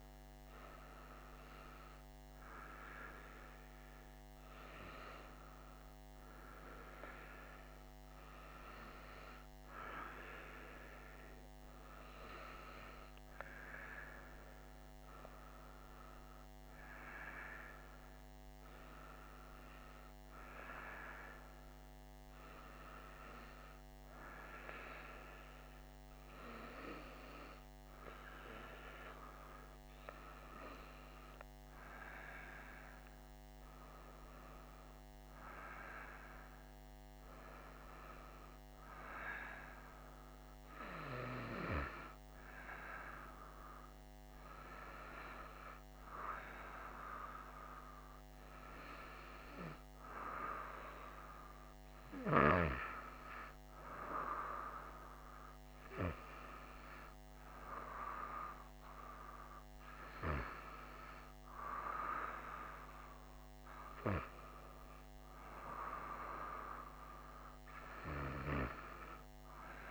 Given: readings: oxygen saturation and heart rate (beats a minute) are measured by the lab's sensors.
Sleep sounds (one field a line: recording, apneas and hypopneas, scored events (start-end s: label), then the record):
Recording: a person awake in a sleep study, by a microphone on the trachea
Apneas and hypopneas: none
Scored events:
none scored
From the record:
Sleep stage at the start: awake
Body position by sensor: on the right side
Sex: female